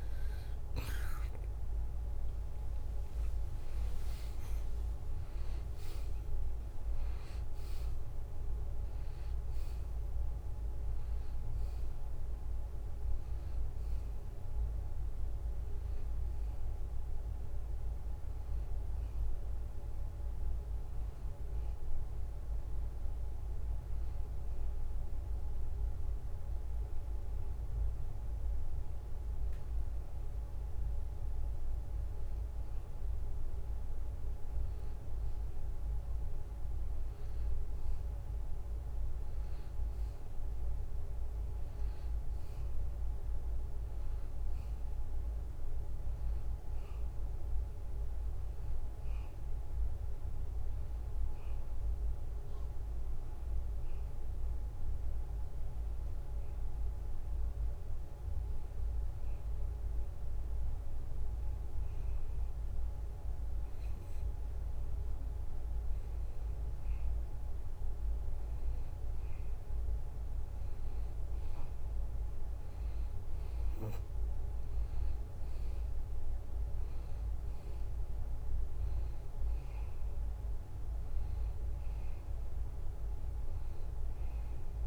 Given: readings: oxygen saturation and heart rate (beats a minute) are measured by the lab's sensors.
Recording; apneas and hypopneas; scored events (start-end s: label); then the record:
breathing in sleep, hard to hear, by a room microphone; 1
1.50-6.50 s: arousal
4.50-16.50 s: drop in pulse transit time (device-marked, heart rate 74 before, 75 extreme)
5.50-65.50 s: new sleep stage, N1 (lightest sleep)
10.50-27.50 s: oxygen desaturation (device-marked, oxygen 94% before, 89% lowest, heart rate 75 before, 76 extreme)
48.50-52.00 s: arousal
55.00-65.50 s: hypopnea (oxygen 95% before, 89% lowest, heart rate 77 before, 74 extreme, up 1 after)
65.50-84.87 s: new sleep stage, N2 (light sleep)
66.50-70.50 s: arousal
71.50-84.87 s: oxygen desaturation (device-marked, oxygen 94% before, 91% lowest, heart rate 76 before, 73 extreme)
From the record:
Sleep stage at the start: N2 (light sleep); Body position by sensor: on the back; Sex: male